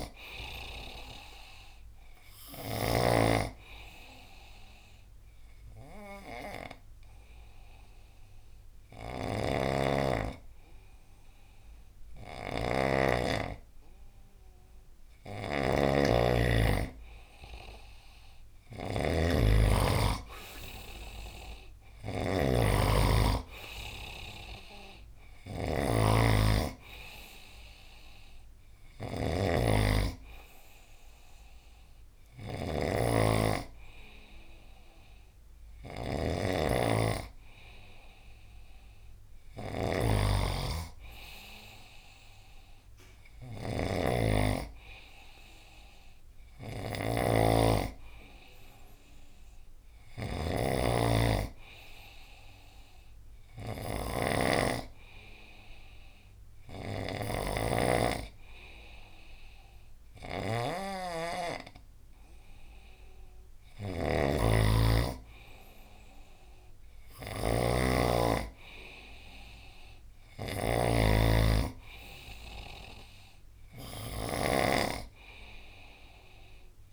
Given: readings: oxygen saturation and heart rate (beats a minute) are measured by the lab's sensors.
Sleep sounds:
breathing in sleep by a room microphone; 1
0.00-76.93 s: snoring (device-marked)
5.00-16.00 s: hypopnea (oxygen 96% before, 93% lowest, heart rate 77 before, 74 extreme, up 7 after)
18.50-21.50 s: arousal
From the record:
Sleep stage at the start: N2 (light sleep); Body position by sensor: on the right side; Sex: male

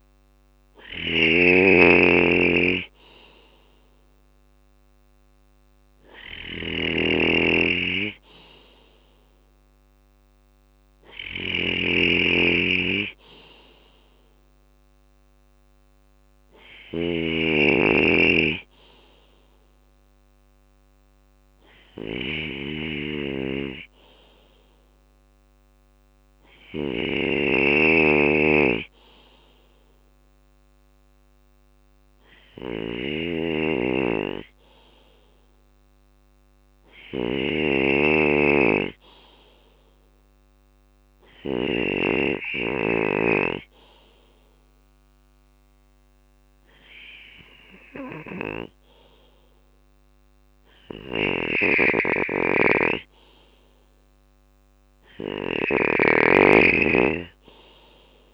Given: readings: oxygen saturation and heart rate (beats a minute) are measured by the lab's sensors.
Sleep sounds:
breathing in sleep by a microphone on the trachea; 1
0.00-3.00 s: bradycardia (device-marked, heart rate 64 before, 62 extreme)
0.00-8.00 s: drop in pulse transit time (device-marked, heart rate 58 extreme)
0.00-41.00 s: snoring (device-marked)
24.00-27.50 s: arousal
31.50-49.50 s: obstructive apnea (oxygen 97% before, 95% lowest, heart rate 63 before, 61 extreme, up 2 after)
50.00-58.34 s: snoring (device-marked)
52.00-54.50 s: arousal
54.00-58.34 s: drop in pulse transit time (device-marked, heart rate 62 before, 61 extreme)
From the record:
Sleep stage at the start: N2 (light sleep); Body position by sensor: on the left side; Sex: male

